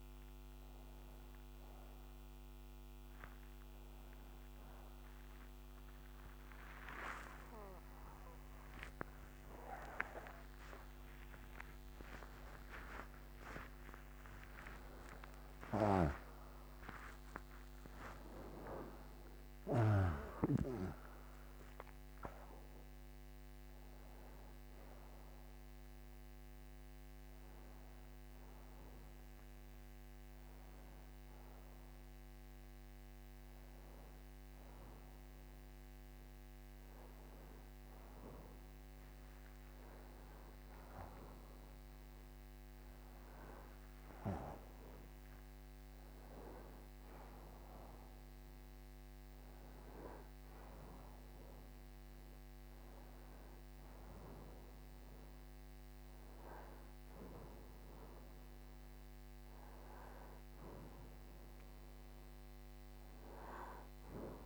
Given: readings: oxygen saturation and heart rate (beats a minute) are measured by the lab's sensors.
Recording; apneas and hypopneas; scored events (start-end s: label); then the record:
a person partly awake in a sleep study, by a microphone on the trachea; none
11.00-22.00 s: oxygen desaturation (device-marked, oxygen 94% before, 88% lowest, heart rate 83 before, 82 extreme)
26.00-64.46 s: new sleep stage, N1 (lightest sleep)
From the record:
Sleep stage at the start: awake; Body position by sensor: on the right side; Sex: male